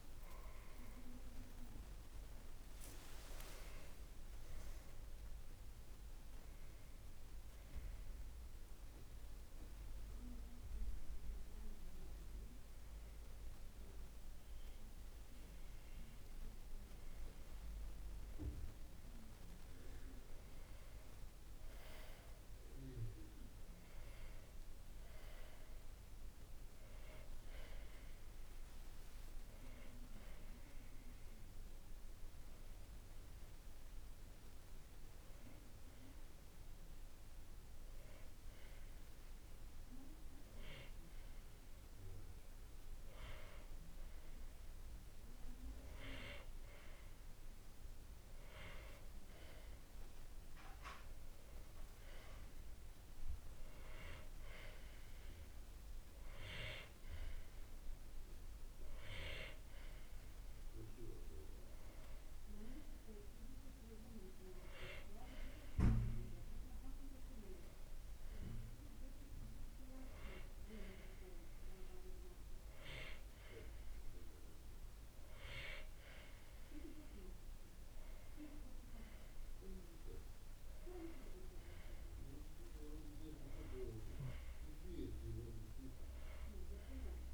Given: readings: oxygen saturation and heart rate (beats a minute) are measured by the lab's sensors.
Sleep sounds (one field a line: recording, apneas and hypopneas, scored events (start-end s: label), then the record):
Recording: breathing in sleep by a room microphone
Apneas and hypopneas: 2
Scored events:
7.00-17.50 s: obstructive apnea (oxygen 95% before, 91% lowest, heart rate 82 before, 61 extreme, up 5 after)
20.00-24.00 s: arousal
21.00-37.00 s: oxygen desaturation (device-marked, oxygen 97% before, 91% lowest, heart rate 71 before, 64 extreme)
33.50-44.50 s: hypopnea (oxygen 97% before, 92% lowest, heart rate 65 before, 64 extreme, up 8 after)
47.50-52.00 s: arousal
From the record:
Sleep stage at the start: N2 (light sleep)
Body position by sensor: on the right side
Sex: male